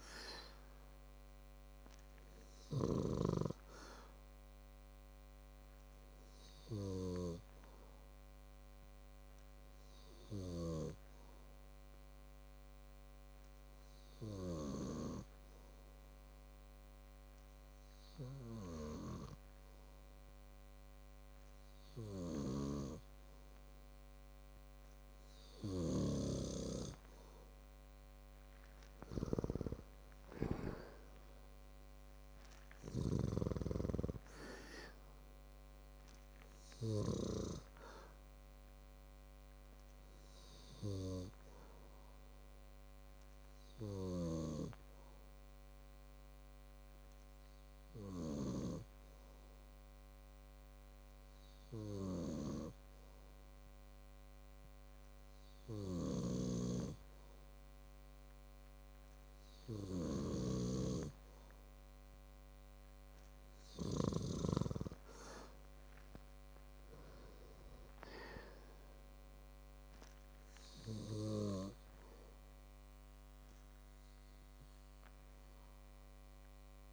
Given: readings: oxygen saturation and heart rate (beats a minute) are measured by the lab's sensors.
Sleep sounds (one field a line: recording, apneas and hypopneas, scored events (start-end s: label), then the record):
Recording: breathing in sleep by a microphone on the trachea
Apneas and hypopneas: 2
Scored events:
0.00-4.00 s: snoring (device-marked)
6.00-24.00 s: obstructive apnea (oxygen 96% before, 93% lowest, heart rate 60 before, 56 extreme, up 5 after)
25.00-28.00 s: arousal
38.50-51.50 s: obstructive apnea (oxygen 97% before, 93% lowest, heart rate 60 before, 53 extreme, up 0 after)
54.50-66.50 s: oxygen desaturation (device-marked, oxygen 96% before, 93% lowest, heart rate 60 before, 54 extreme)
55.00-57.50 s: arousal
57.00-65.00 s: snoring (device-marked)
From the record:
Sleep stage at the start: N2 (light sleep)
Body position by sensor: on the back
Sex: male